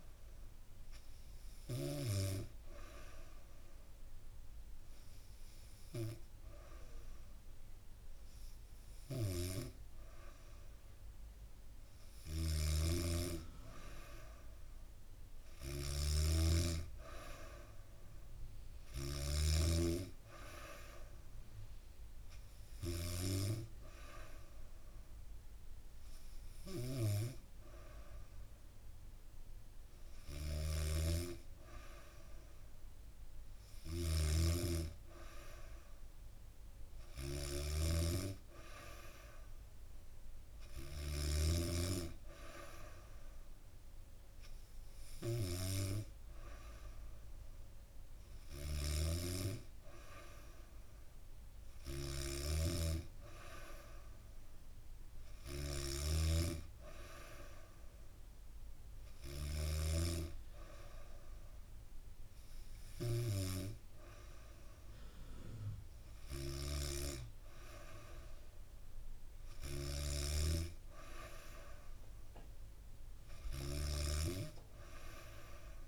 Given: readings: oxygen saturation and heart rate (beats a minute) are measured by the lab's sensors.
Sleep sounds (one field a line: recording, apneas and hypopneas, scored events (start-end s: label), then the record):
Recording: breathing in sleep by a room microphone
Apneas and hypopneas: 1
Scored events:
0.00-1.50 s: snoring (device-marked)
1.00-11.50 s: hypopnea (oxygen 95% before, 92% lowest, heart rate 70 before, 70 extreme, up 0 after)
8.50-75.88 s: snoring (device-marked)
37.00-75.88 s: new sleep stage, N3 (deep sleep)
From the record:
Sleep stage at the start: N2 (light sleep)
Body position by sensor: on the back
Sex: female